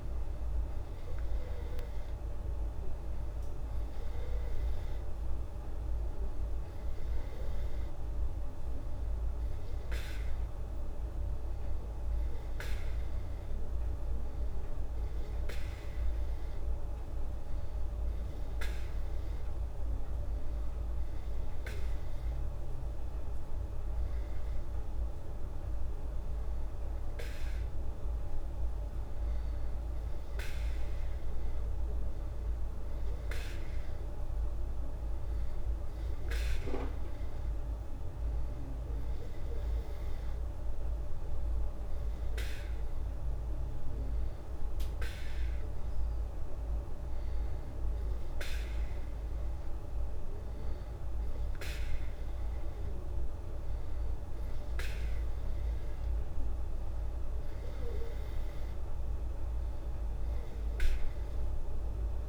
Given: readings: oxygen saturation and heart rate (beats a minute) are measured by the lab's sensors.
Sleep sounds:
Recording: breathing in sleep, hard to hear, by a room microphone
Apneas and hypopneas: none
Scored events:
none scored
From the record:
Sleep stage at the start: N2 (light sleep)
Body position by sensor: on the back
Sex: female

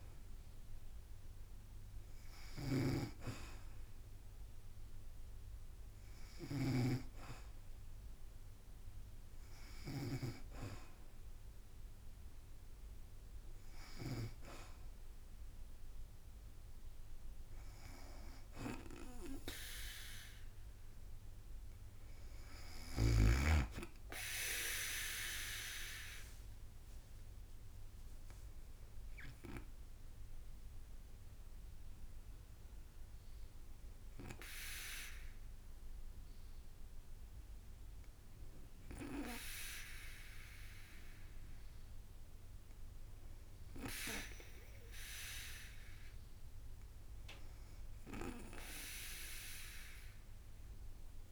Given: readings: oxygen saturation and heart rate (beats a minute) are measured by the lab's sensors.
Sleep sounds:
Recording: breathing in sleep by a room microphone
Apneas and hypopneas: none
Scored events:
0.00-10.00 s: snoring (device-marked)
25.00-41.00 s: drop in pulse transit time (device-marked, heart rate 57 before, 53 extreme)
27.00-31.00 s: arousal
From the record:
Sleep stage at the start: N2 (light sleep)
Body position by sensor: on the back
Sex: female

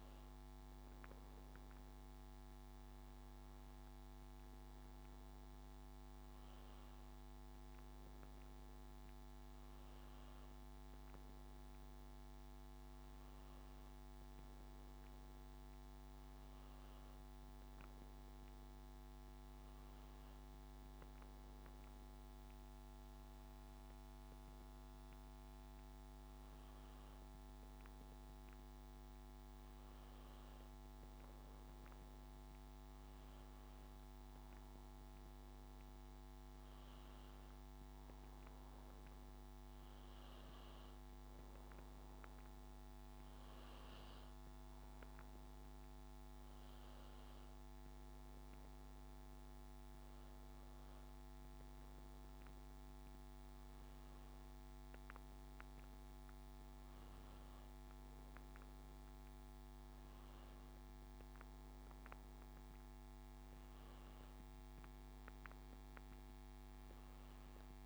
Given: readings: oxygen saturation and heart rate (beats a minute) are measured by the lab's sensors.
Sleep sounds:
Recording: breathing in sleep, hard to hear, by a microphone on the trachea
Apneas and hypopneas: none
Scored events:
47.50-51.50 s: arousal
From the record:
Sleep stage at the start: N2 (light sleep)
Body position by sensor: on the back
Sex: male

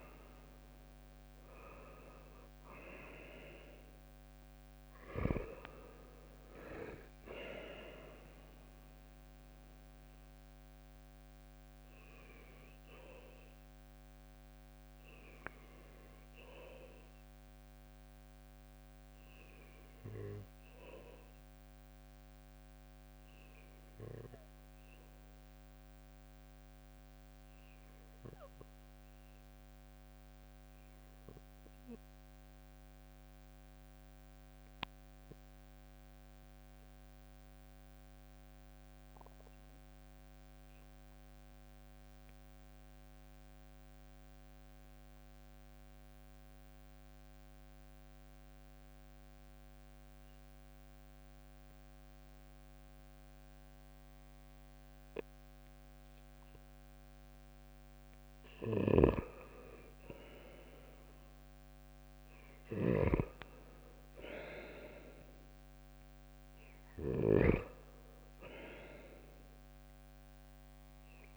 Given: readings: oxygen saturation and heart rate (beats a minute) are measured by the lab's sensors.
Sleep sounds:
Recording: breathing in sleep by a microphone on the trachea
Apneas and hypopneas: 1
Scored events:
0.00-1.00 s: leg movement (device-marked)
0.00-21.00 s: oxygen desaturation (device-marked, oxygen 85% lowest, heart rate 64 extreme)
22.00-56.50 s: obstructive apnea (oxygen 89% before, 78% lowest, heart rate 70 before, 67 extreme, up 5 after)
23.00-40.00 s: oxygen desaturation (device-marked, oxygen 86% before, 78% lowest, heart rate 70 before, 67 extreme)
58.00-71.37 s: snoring (device-marked)
60.50-64.00 s: arousal
65.00-71.37 s: oxygen desaturation (device-marked, oxygen 97% before, 91% lowest, heart rate 70 before, 65 extreme)
From the record:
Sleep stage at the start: REM sleep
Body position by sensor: on the right side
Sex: male

